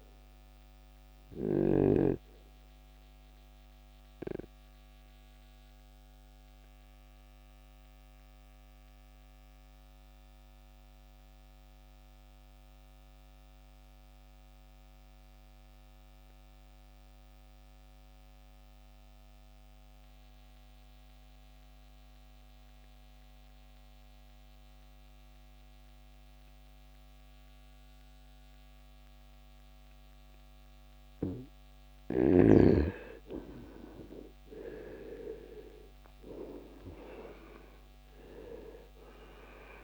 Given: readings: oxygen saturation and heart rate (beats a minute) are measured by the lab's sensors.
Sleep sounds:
breathing in sleep by a microphone on the trachea; 1
1.50-29.50 s: oxygen desaturation (device-marked, oxygen 97% before, 87% lowest, heart rate 63 before, 45 extreme)
3.00-32.00 s: obstructive apnea (oxygen 98% before, 81% lowest, heart rate 63 before, 45 extreme, up 12 after)
25.50-39.84 s: new sleep stage, N2 (light sleep)
33.50-38.50 s: arousal
From the record:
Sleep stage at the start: REM sleep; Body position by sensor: on the right side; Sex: male

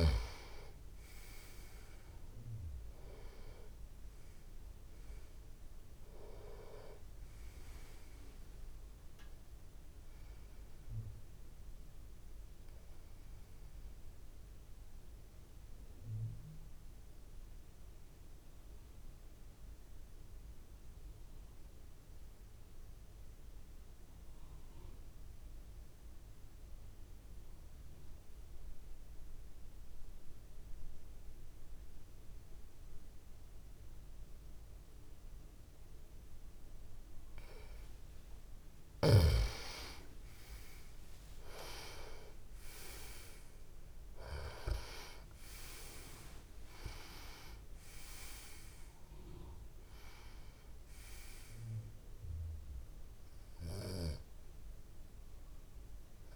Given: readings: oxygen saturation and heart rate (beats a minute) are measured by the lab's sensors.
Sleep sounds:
breathing in sleep by a room microphone; 1
0.00-20.50 s: oxygen desaturation (device-marked, oxygen 88% lowest)
10.50-37.00 s: obstructive apnea (oxygen 97% before, 88% lowest)
35.50-56.36 s: oxygen desaturation (device-marked, oxygen 98% before, 90% lowest)
40.50-45.00 s: arousal
From the record:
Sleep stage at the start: N2 (light sleep); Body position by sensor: on the back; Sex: male

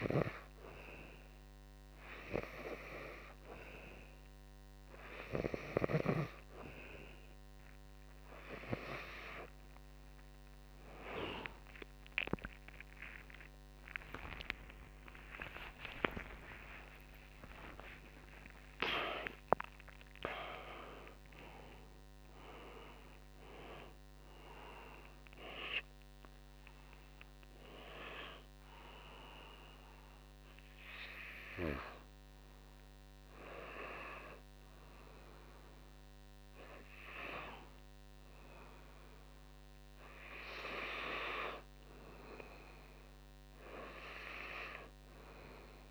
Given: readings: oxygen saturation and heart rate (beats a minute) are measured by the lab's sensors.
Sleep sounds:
breathing in sleep by a microphone on the trachea; none
11.00-20.00 s: tachycardia (device-marked, heart rate 62 before, 167 extreme)
13.50-15.50 s: long interval between heartbeats (device-marked, heart rate 64 before, 85 extreme)
13.50-20.00 s: arousal
16.00-18.00 s: long interval between heartbeats (device-marked, heart rate 71 before, 135 extreme)
18.00-20.00 s: long interval between heartbeats (device-marked, heart rate 79 before, 163 extreme)
From the record:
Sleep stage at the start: N2 (light sleep); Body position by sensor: on the back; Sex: male

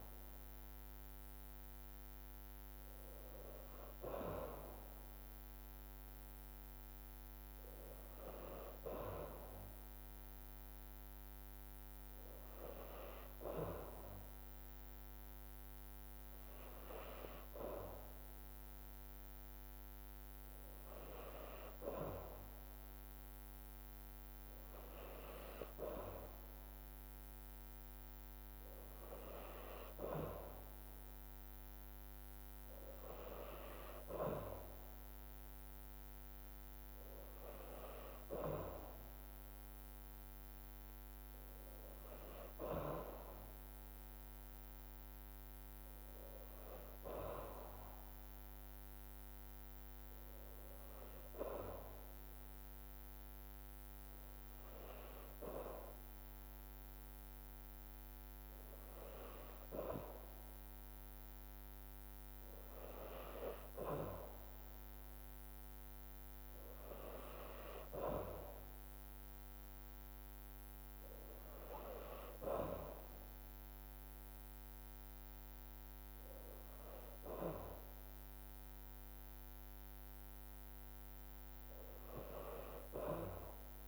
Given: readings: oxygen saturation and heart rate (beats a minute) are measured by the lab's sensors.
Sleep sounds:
breathing in sleep by a microphone on the trachea; none
30.00-41.00 s: drop in pulse transit time (device-marked, heart rate 53 before, 53 extreme)
74.00-83.88 s: drop in pulse transit time (device-marked, heart rate 52 before, 52 extreme)
From the record:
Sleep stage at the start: N2 (light sleep); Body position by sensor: on the back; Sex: female

